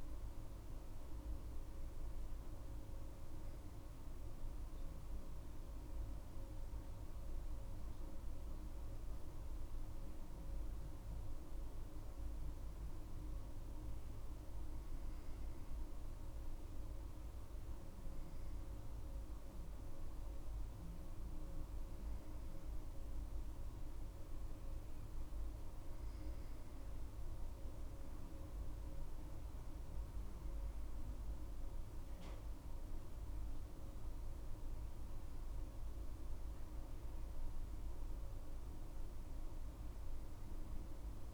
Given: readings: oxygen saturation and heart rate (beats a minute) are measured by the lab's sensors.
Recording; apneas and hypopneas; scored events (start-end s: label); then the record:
breathing in sleep, hard to hear, by a room microphone; none
none scored
From the record:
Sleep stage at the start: N2 (light sleep); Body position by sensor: on the back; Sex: female